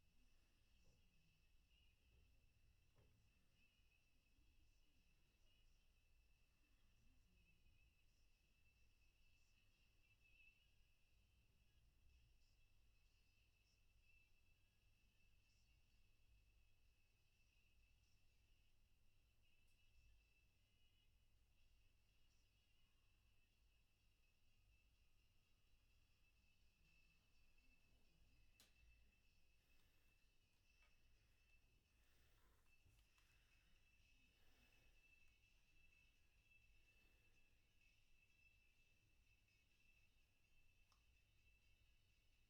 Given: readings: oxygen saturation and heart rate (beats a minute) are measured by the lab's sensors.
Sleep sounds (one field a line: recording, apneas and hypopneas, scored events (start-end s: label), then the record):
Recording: breathing in sleep, hard to hear, by a room microphone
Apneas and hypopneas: 1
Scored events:
12.00-24.50 s: obstructive apnea (oxygen 95% before, 92% lowest, heart rate 62 before, 60 extreme, up 2 after)
37.00-42.50 s: oxygen desaturation (device-marked, oxygen 95% before, 92% lowest, heart rate 62 before, 60 extreme)
From the record:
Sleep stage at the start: N1 (lightest sleep)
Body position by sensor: on the back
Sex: male